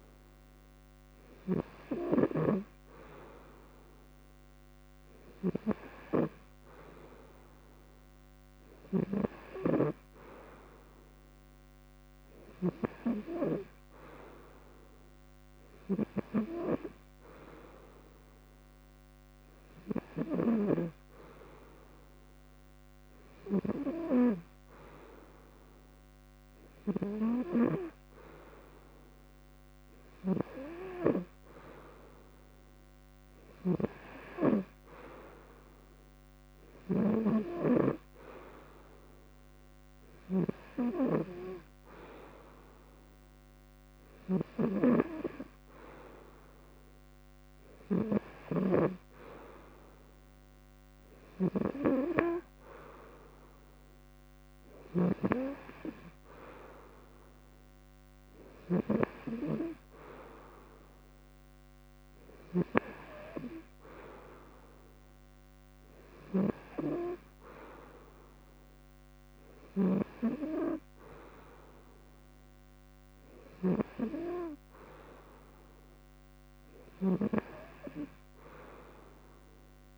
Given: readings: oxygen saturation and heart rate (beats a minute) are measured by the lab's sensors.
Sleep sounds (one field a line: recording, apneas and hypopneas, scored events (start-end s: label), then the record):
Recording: breathing in sleep by a microphone on the trachea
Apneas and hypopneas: none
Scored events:
33.00-37.50 s: snoring (device-marked)
39.50-62.50 s: snoring (device-marked)
73.00-79.98 s: snoring (device-marked)
From the record:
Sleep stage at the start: N2 (light sleep)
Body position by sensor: on the front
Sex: male